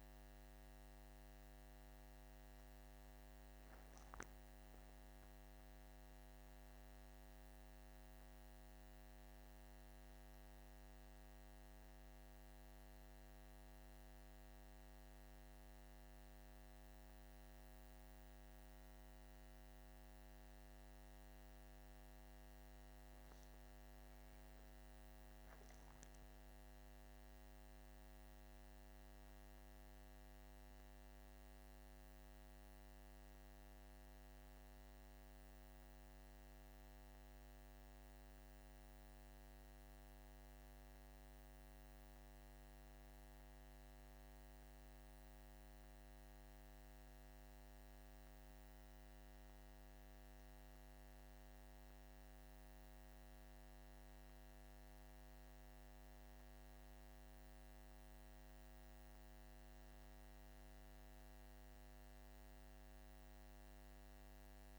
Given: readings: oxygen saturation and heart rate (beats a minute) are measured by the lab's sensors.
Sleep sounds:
breathing in sleep, hard to hear, by a microphone on the trachea; none
none scored
From the record:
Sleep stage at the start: N1 (lightest sleep); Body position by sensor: on the back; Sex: male

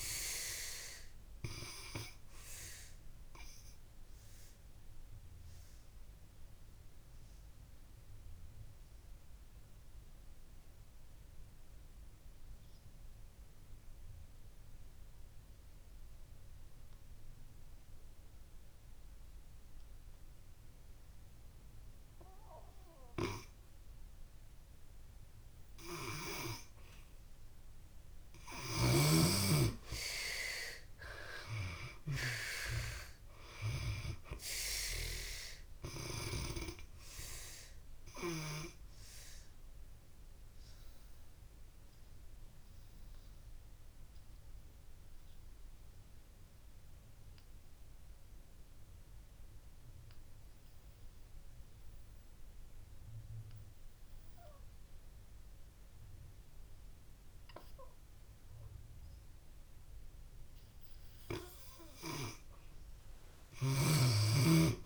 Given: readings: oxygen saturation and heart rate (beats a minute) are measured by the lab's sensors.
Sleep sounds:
breathing in sleep by a room microphone; 2
0.00-24.00 s: oxygen desaturation (device-marked, oxygen 73% lowest)
3.00-26.50 s: obstructive apnea (oxygen 96% before, 71% lowest)
26.00-58.00 s: oxygen desaturation (device-marked, oxygen 95% before, 71% lowest)
28.50-31.00 s: arousal
37.00-60.50 s: obstructive apnea (oxygen 95% before, 71% lowest)
63.00-64.86 s: arousal
63.00-64.86 s: oxygen desaturation (device-marked, oxygen 95% before, 71% lowest)
From the record:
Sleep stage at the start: N2 (light sleep); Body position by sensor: on the back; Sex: female

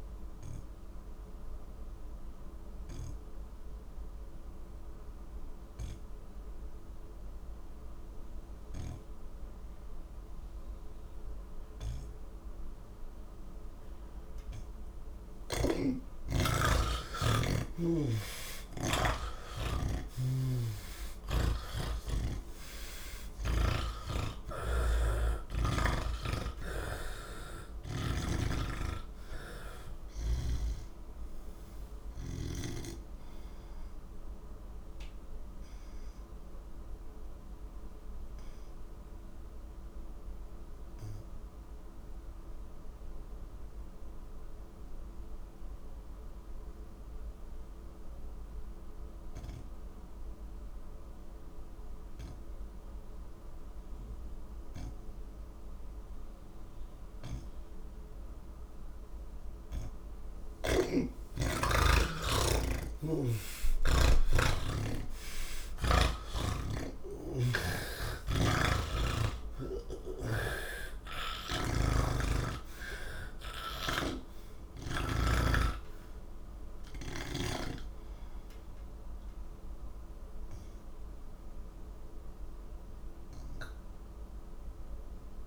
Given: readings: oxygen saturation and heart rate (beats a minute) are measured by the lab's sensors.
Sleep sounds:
breathing in sleep by a room microphone; none
15.00-85.47 s: new sleep stage, N2 (light sleep)
20.00-23.50 s: snoring (device-marked)
30.00-65.00 s: oxygen desaturation (device-marked, oxygen 83% before, 66% lowest, heart rate 77 before, 54 extreme)
62.50-66.00 s: snoring (device-marked)
68.00-71.50 s: snoring (device-marked)
73.00-85.47 s: oxygen desaturation (device-marked, oxygen 71% before, 65% lowest, heart rate 85 before, 56 extreme)
73.50-77.00 s: snoring (device-marked)
From the record:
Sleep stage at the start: N1 (lightest sleep); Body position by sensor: on the back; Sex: male

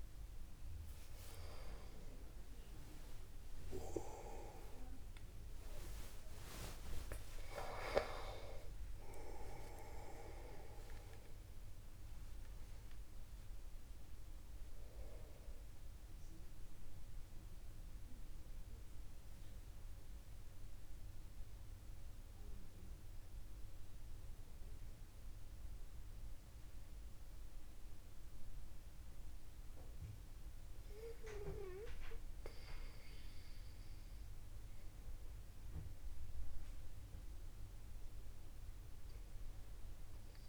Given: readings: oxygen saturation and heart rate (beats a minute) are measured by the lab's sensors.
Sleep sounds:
a person partly awake in a sleep study, by a room microphone; 1
7.00-9.00 s: long interval between heartbeats (device-marked, heart rate 64 before, 78 extreme)
8.00-38.00 s: new sleep stage, N1 (lightest sleep)
10.00-12.00 s: long interval between heartbeats (device-marked, heart rate 62 before, 98 extreme)
17.50-33.00 s: central apnea (oxygen 97% before, 95% lowest, heart rate 67 before, 50 extreme, up 0 after)
35.50-39.00 s: arousal
38.00-40.49 s: new sleep stage, N2 (light sleep)
From the record:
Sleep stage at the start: awake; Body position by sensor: upright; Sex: male

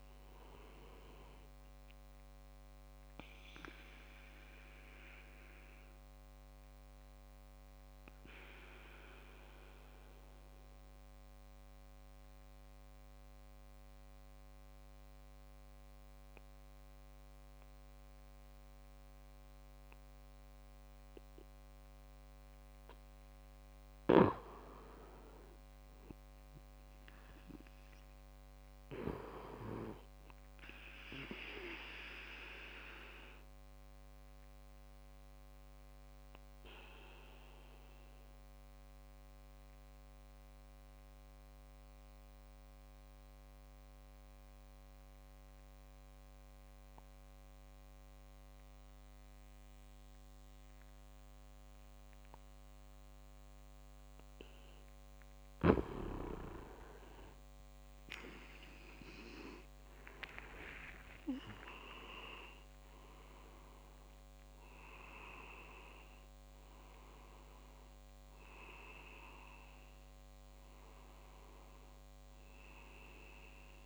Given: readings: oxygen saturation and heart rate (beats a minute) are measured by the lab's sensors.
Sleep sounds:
breathing in sleep by a microphone on the trachea; 2
0.00-18.00 s: oxygen desaturation (device-marked, oxygen 92% lowest)
4.50-22.50 s: obstructive apnea (oxygen 98% before, 89% lowest)
24.50-28.00 s: arousal
29.00-47.00 s: oxygen desaturation (device-marked, oxygen 98% before, 94% lowest)
33.00-54.50 s: obstructive apnea (oxygen 98% before, 89% lowest)
57.00-61.50 s: arousal
59.50-63.00 s: leg movement (device-marked)
60.00-73.86 s: oxygen desaturation (device-marked, oxygen 96% before, 89% lowest)
From the record:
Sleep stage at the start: N2 (light sleep); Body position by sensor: on the back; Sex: male

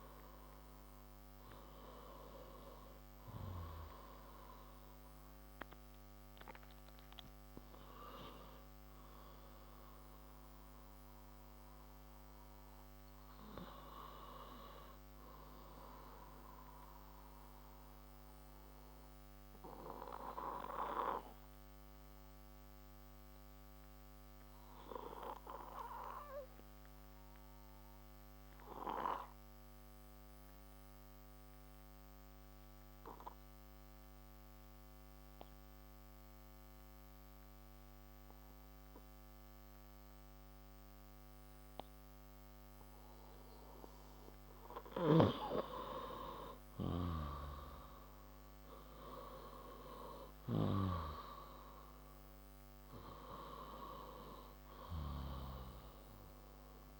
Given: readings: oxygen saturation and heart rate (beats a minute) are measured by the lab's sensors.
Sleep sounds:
breathing in sleep by a microphone on the trachea; 1
0.00-20.00 s: oxygen desaturation (device-marked, oxygen 92% lowest, heart rate 57 extreme)
16.00-44.00 s: obstructive apnea (oxygen 96% before, 91% lowest, heart rate 74 before, 56 extreme, up 6 after)
39.00-57.00 s: oxygen desaturation (device-marked, oxygen 97% before, 91% lowest, heart rate 60 before, 56 extreme)
46.00-50.50 s: arousal
From the record:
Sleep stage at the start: N2 (light sleep); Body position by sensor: on the left side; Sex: male

